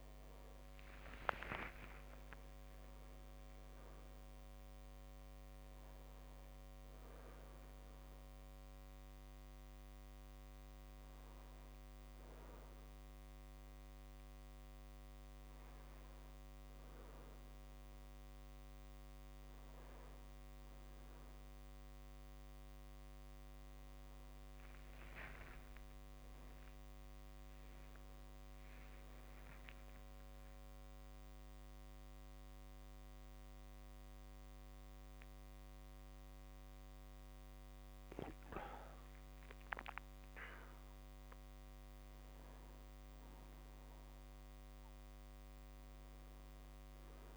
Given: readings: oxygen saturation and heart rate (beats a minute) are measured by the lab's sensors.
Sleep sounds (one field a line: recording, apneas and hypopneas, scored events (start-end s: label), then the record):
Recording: breathing in sleep, hard to hear, by a microphone on the trachea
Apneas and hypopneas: 1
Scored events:
24.50-28.00 s: arousal
30.50-41.50 s: mixed apnea (oxygen 99% before, 97% lowest)
44.00-47.37 s: arousal
From the record:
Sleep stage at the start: N2 (light sleep)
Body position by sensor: on the back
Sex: male